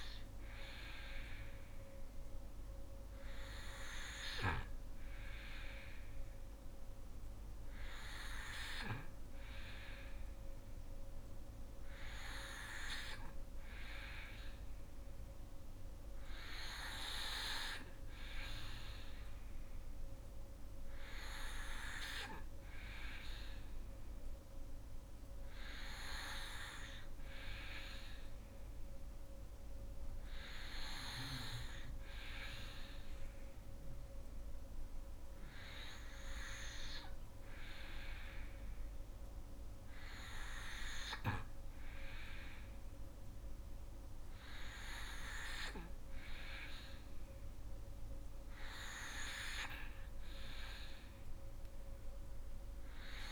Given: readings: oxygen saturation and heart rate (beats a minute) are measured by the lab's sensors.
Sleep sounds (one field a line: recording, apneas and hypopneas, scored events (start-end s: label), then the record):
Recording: breathing in sleep by a room microphone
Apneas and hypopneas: none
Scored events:
none scored
From the record:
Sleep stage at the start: N2 (light sleep)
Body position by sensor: on the back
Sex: female